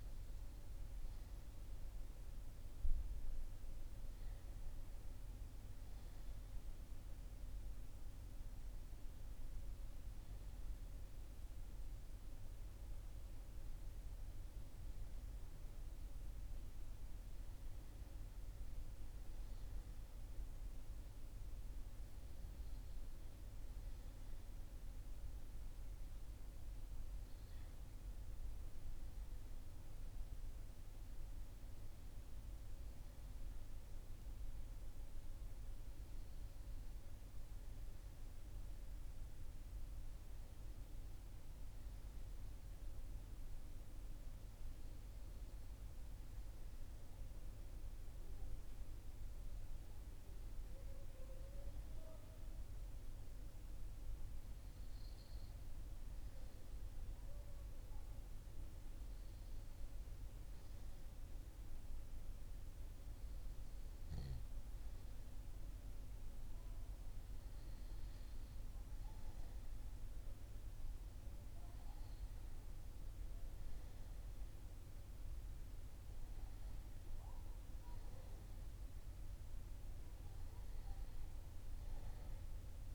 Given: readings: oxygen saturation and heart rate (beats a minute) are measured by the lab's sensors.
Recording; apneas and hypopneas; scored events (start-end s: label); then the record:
breathing in sleep, hard to hear, by a room microphone; none
49.50-82.95 s: new sleep stage, REM sleep
From the record:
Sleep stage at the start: N2 (light sleep); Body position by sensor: on the back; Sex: male